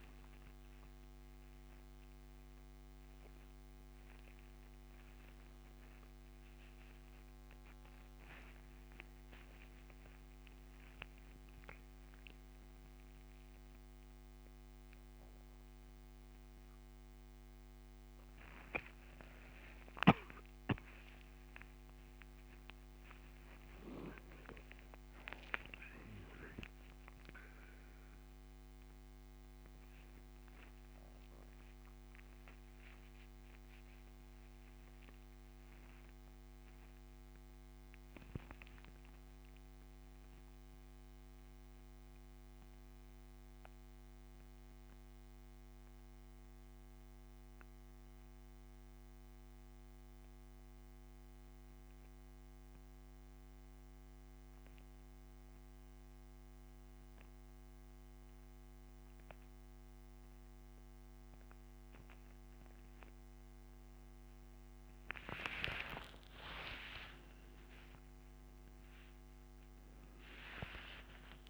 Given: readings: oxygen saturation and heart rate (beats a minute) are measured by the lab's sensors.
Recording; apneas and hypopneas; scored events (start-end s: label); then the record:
a person partly awake in a sleep study, by a microphone on the trachea; 1
26.50-56.50 s: new sleep stage, N1 (lightest sleep)
29.50-47.50 s: oxygen desaturation (device-marked, oxygen 97% before, 93% lowest, heart rate 80 before, 69 extreme)
39.00-63.00 s: central apnea (oxygen 97% before, 88% lowest, heart rate 88 before, 68 extreme, up 29 after)
56.50-71.50 s: new sleep stage, N2 (light sleep)
65.00-70.00 s: arousal
From the record:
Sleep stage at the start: awake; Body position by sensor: on the back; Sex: male